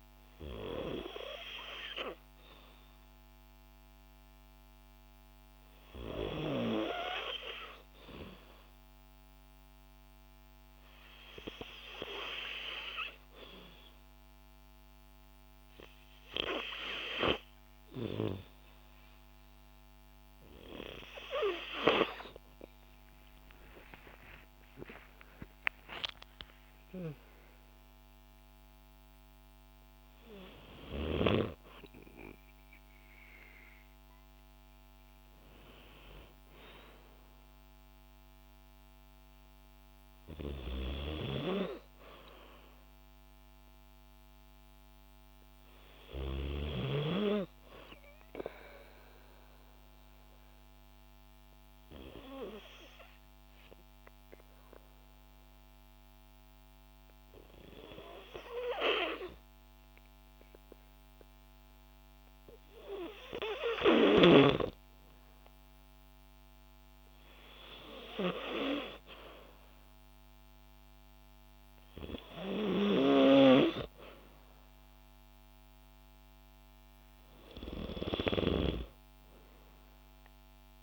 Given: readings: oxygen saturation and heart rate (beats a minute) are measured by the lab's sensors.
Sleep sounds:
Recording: breathing in sleep by a microphone on the trachea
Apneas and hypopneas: 1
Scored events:
22.50-27.00 s: arousal
48.50-62.00 s: obstructive apnea (oxygen 95% before, 93% lowest, heart rate 65 before, 56 extreme, up 3 after)
65.00-68.50 s: arousal
67.00-80.83 s: oxygen desaturation (device-marked, oxygen 96% before, 93% lowest, heart rate 57 before, 54 extreme)
From the record:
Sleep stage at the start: N2 (light sleep)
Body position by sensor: on the back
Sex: female

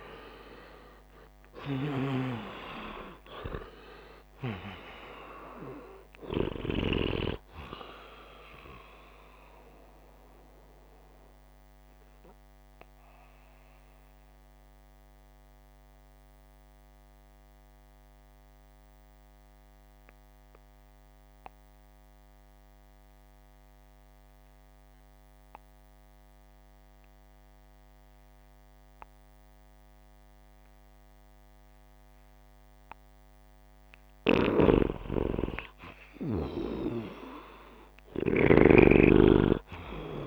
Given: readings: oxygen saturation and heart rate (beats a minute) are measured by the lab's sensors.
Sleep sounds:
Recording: breathing in sleep by a microphone on the trachea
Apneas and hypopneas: 1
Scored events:
0.00-1.50 s: arousal
0.00-2.00 s: snoring (device-marked)
0.00-2.50 s: oxygen desaturation (device-marked, oxygen 81% lowest, heart rate 60 extreme)
9.00-34.00 s: obstructive apnea (oxygen 89% before, 76% lowest, heart rate 71 before, 63 extreme, up 3 after)
11.50-37.50 s: oxygen desaturation (device-marked, oxygen 84% before, 76% lowest, heart rate 73 before, 63 extreme)
34.00-38.50 s: snoring (device-marked)
35.50-39.00 s: arousal
From the record:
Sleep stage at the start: N2 (light sleep)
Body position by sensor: upright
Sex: male

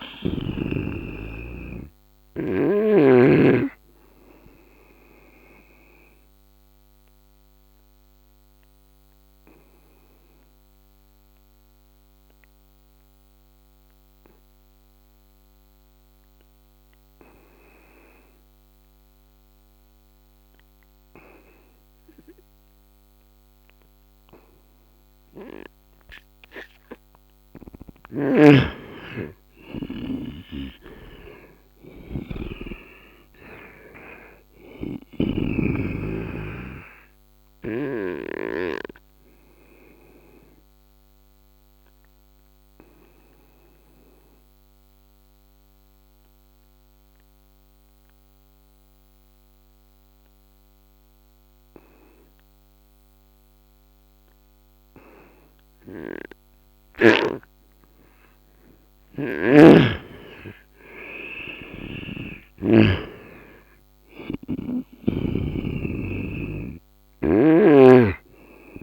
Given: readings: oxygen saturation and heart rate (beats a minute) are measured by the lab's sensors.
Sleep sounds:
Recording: breathing in sleep by a microphone on the trachea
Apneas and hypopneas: 2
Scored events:
5.00-26.00 s: obstructive apnea (oxygen 98% before, 84% lowest, heart rate 74 before, 68 extreme, up 15 after)
11.50-28.50 s: oxygen desaturation (device-marked, oxygen 98% before, 85% lowest, heart rate 75 before, 69 extreme)
27.50-32.00 s: snoring (device-marked)
28.50-32.00 s: arousal
30.50-45.50 s: oxygen desaturation (device-marked, oxygen 96% before, 90% lowest, heart rate 70 before, 69 extreme)
37.00-58.00 s: obstructive apnea (oxygen 96% before, 84% lowest, heart rate 74 before, 69 extreme, up 11 after)
47.50-61.50 s: oxygen desaturation (device-marked, oxygen 92% before, 84% lowest, heart rate 80 before, 71 extreme)
62.50-66.50 s: arousal
63.50-67.00 s: snoring (device-marked)
From the record:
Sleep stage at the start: N2 (light sleep)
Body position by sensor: on the right side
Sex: male

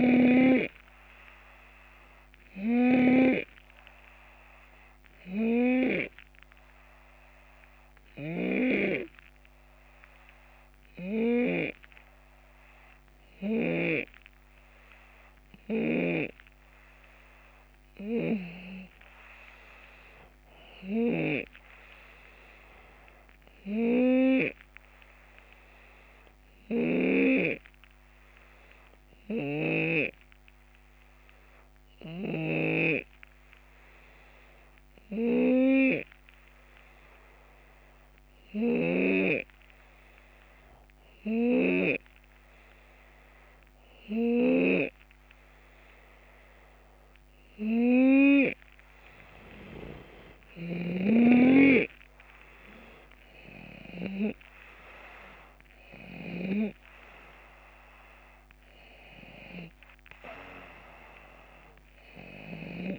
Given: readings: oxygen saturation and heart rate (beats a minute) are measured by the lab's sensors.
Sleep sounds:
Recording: breathing in sleep by a microphone on the trachea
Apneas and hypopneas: 2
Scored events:
0.00-3.00 s: drop in pulse transit time (device-marked, heart rate 76 extreme)
0.00-16.00 s: snoring (device-marked)
0.00-18.00 s: oxygen desaturation (device-marked, oxygen 90% lowest, heart rate 68 extreme)
3.00-15.00 s: hypopnea (oxygen 95% before, 89% lowest, heart rate 77 before, 68 extreme, up 4 after)
17.50-21.00 s: arousal
20.50-27.00 s: snoring (device-marked)
25.00-46.50 s: hypopnea (oxygen 94% before, 89% lowest, heart rate 71 before, 72 extreme, up 4 after)
29.00-32.50 s: snoring (device-marked)
38.50-56.50 s: snoring (device-marked)
52.00-56.00 s: arousal
53.00-62.99 s: drop in pulse transit time (device-marked, heart rate 74 before, 72 extreme)
From the record:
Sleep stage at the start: N2 (light sleep)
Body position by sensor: on the left side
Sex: male

